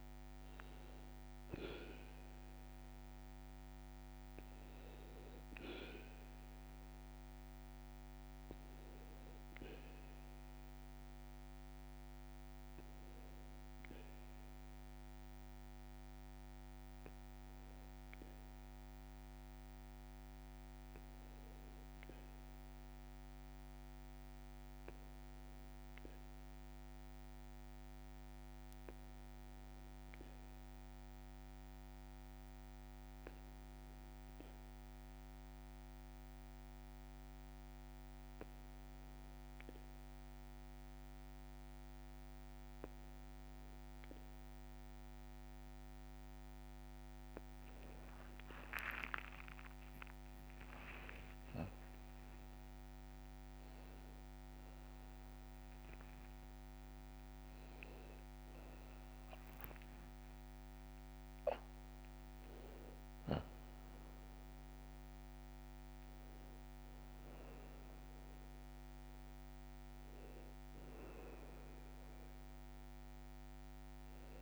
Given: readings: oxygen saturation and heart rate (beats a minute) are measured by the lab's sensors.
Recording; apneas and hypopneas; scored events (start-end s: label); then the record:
breathing in sleep, hard to hear, by a microphone on the trachea; 1
15.50-41.50 s: hypopnea (oxygen 98% before, 95% lowest, heart rate 61 before, 56 extreme, up 2 after)
27.00-34.00 s: oxygen desaturation (device-marked, oxygen 98% before, 95% lowest, heart rate 57 before, 56 extreme)
48.50-55.00 s: arousal
55.00-57.00 s: long interval between heartbeats (device-marked, heart rate 63 before, 96 extreme)
From the record:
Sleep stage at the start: N2 (light sleep); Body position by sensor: on the back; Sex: male